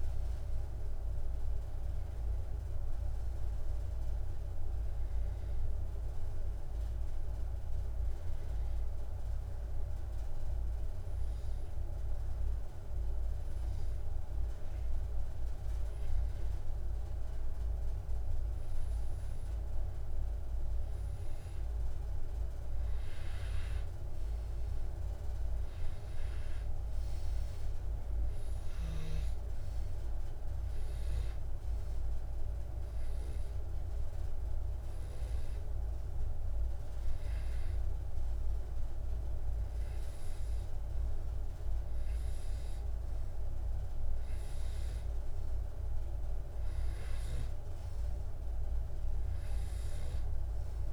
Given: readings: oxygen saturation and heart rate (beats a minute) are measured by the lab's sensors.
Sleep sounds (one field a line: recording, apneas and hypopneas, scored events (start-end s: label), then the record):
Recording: breathing in sleep, hard to hear, by a room microphone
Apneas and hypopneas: 2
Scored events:
0.00-19.50 s: oxygen desaturation (device-marked, oxygen 92% lowest, heart rate 85 extreme)
10.50-23.00 s: obstructive apnea (oxygen 96% before, 90% lowest, heart rate 87 before, 85 extreme, up 4 after)
25.00-28.50 s: arousal
25.50-40.50 s: oxygen desaturation (device-marked, oxygen 96% before, 90% lowest, heart rate 88 before, 84 extreme)
33.50-46.00 s: obstructive apnea (oxygen 96% before, 90% lowest, heart rate 87 before, 83 extreme, up 3 after)
47.50-50.93 s: arousal
From the record:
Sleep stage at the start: N2 (light sleep)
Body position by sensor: on the back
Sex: male